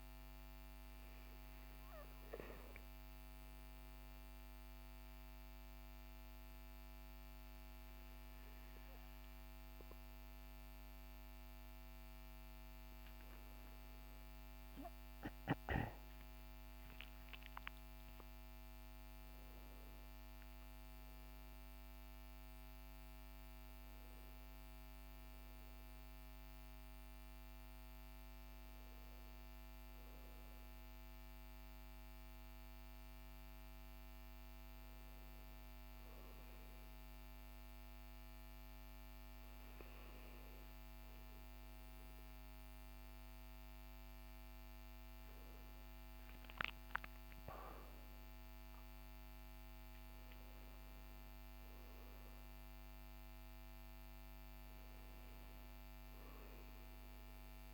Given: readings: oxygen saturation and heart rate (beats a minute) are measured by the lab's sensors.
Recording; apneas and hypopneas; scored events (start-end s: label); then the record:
breathing in sleep, hard to hear, by a microphone on the trachea; 1
2.50-12.50 s: obstructive apnea (oxygen 97% before, 97% lowest, heart rate 58 before, 48 extreme, up 28 after)
14.50-19.00 s: arousal
From the record:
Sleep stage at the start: N1 (lightest sleep); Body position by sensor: on the back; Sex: male